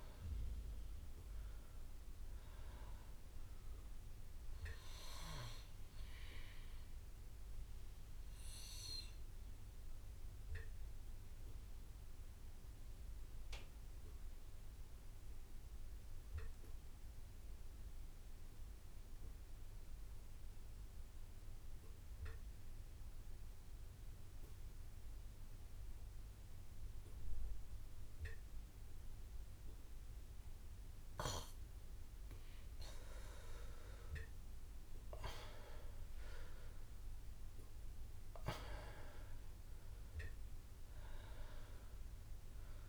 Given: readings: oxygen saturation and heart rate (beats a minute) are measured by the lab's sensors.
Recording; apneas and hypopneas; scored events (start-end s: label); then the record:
breathing in sleep by a room microphone; 1
0.00-19.00 s: oxygen desaturation (device-marked, oxygen 91% lowest)
8.00-31.50 s: mixed apnea (oxygen 98% before, 89% lowest)
30.00-42.89 s: oxygen desaturation (device-marked, oxygen 99% before, 89% lowest)
33.50-38.50 s: arousal
From the record:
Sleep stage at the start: N2 (light sleep); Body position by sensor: on the back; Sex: male